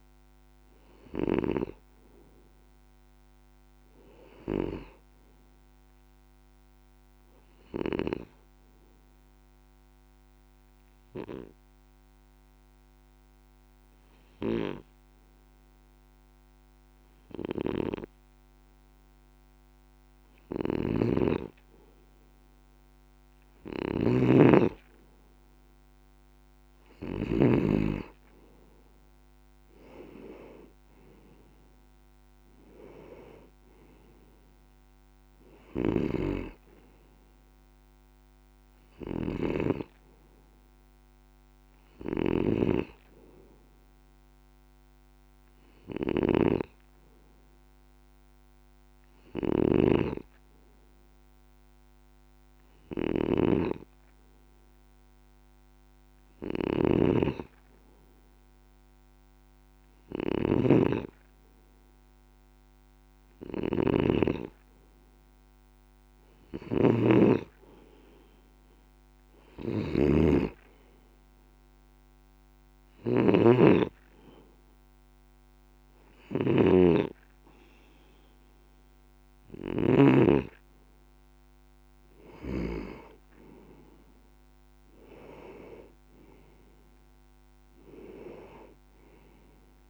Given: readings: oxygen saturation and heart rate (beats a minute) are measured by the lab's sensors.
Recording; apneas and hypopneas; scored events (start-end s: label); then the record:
breathing in sleep by a microphone on the trachea; 2
8.50-19.50 s: obstructive apnea (oxygen 94% before, 92% lowest)
20.00-27.00 s: snoring (device-marked)
22.50-26.00 s: arousal
35.00-82.50 s: snoring (device-marked)
46.00-64.00 s: hypopnea (oxygen 95% before, 92% lowest, heart rate 94 before, 32 extreme)
67.00-70.50 s: arousal
From the record:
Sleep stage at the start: N2 (light sleep); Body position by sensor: on the left side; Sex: male